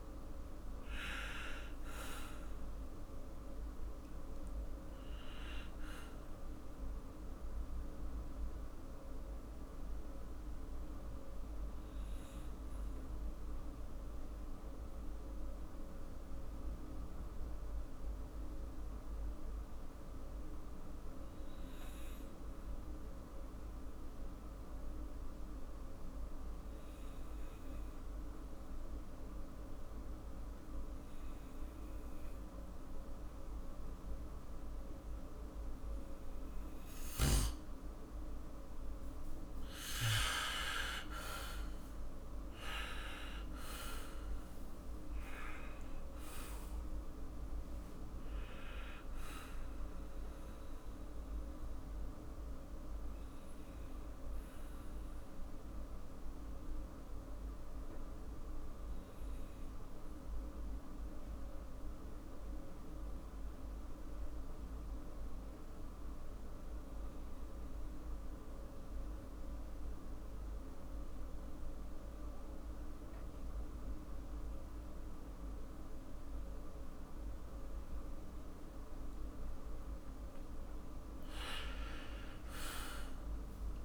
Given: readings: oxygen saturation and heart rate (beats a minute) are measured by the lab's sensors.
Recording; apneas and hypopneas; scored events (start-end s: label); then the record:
breathing in sleep by a room microphone; 2
7.50-37.00 s: obstructive apnea (oxygen 99% before, 93% lowest, heart rate 57 before, 50 extreme, up 13 after)
19.50-33.50 s: oxygen desaturation (device-marked, oxygen 98% before, 93% lowest, heart rate 56 before, 51 extreme)
39.50-41.50 s: long interval between heartbeats (device-marked, heart rate 56 before, 63 extreme)
39.50-44.00 s: arousal
51.00-79.50 s: obstructive apnea (oxygen 100% before, 94% lowest, heart rate 60 before, 50 extreme, up 6 after)
62.50-75.50 s: oxygen desaturation (device-marked, oxygen 98% before, 94% lowest, heart rate 57 before, 52 extreme)
81.50-83.85 s: arousal
From the record:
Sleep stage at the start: N2 (light sleep); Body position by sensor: on the back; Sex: male